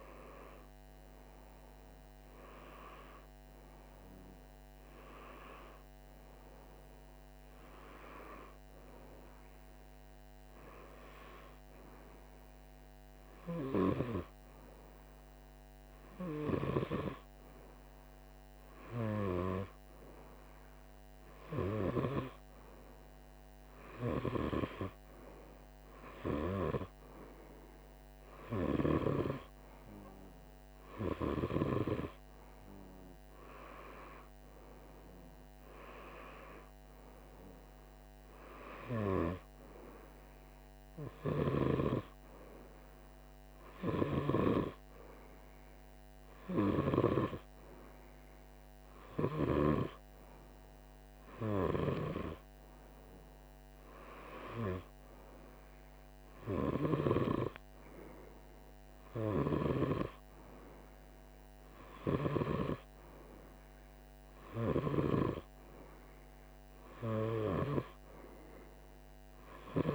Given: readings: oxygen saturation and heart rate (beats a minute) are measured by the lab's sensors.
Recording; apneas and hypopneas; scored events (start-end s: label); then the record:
breathing in sleep by a microphone on the trachea; none
none scored
From the record:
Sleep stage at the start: N2 (light sleep); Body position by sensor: on the right side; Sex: male